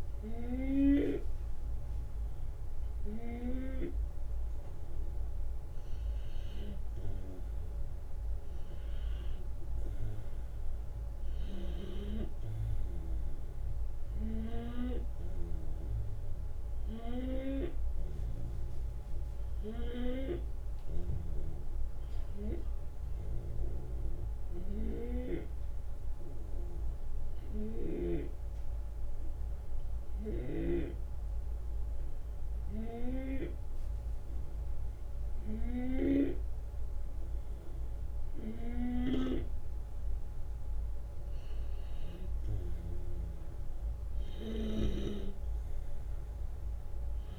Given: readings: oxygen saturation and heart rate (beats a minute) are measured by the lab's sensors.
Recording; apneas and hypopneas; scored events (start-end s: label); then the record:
breathing in sleep by a room microphone; 1
10.00-14.00 s: arousal
23.00-35.50 s: hypopnea (oxygen 93% before, 90% lowest)
37.50-41.00 s: arousal
From the record:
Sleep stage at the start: N2 (light sleep); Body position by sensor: on the left side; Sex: male